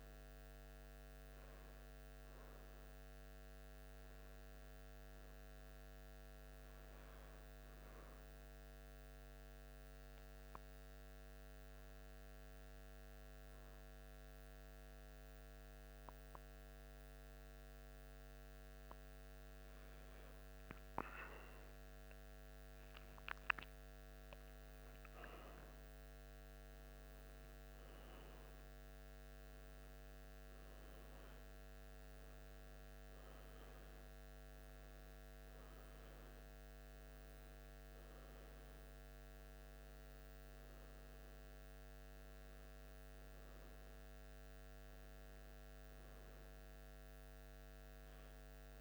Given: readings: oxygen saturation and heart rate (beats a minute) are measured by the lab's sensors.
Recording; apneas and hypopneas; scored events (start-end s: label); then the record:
breathing in sleep, hard to hear, by a microphone on the trachea; 1
8.50-22.50 s: obstructive apnea (oxygen 95% before, 92% lowest, heart rate 76 before, 75 extreme, up 2 after)
23.00-27.50 s: arousal
From the record:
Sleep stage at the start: N2 (light sleep); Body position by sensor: on the back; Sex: male